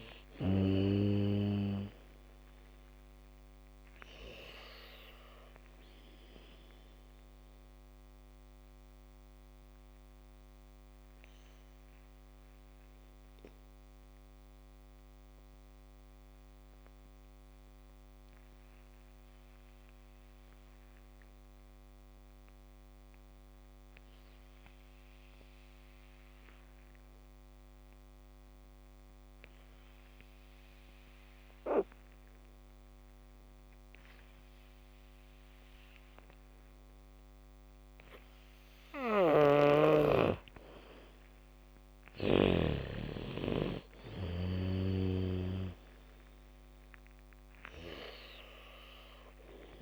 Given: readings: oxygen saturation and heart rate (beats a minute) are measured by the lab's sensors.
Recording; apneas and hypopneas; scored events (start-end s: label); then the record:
breathing in sleep by a microphone on the trachea; 1
0.00-20.50 s: oxygen desaturation (device-marked, oxygen 78% lowest, heart rate 46 extreme)
7.00-38.00 s: mixed apnea (oxygen 96% before, 78% lowest, heart rate 63 before, 48 extreme, up 2 after)
28.50-49.82 s: oxygen desaturation (device-marked, oxygen 98% before, 80% lowest, heart rate 80 before, 45 extreme)
30.50-32.50 s: bradycardia (device-marked, heart rate 71 before, 63 extreme)
38.50-44.50 s: bradycardia (device-marked, heart rate 71 before, 48 extreme)
39.50-42.50 s: arousal
39.50-43.00 s: snoring (device-marked)
From the record:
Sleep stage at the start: N2 (light sleep); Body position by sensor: on the back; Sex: female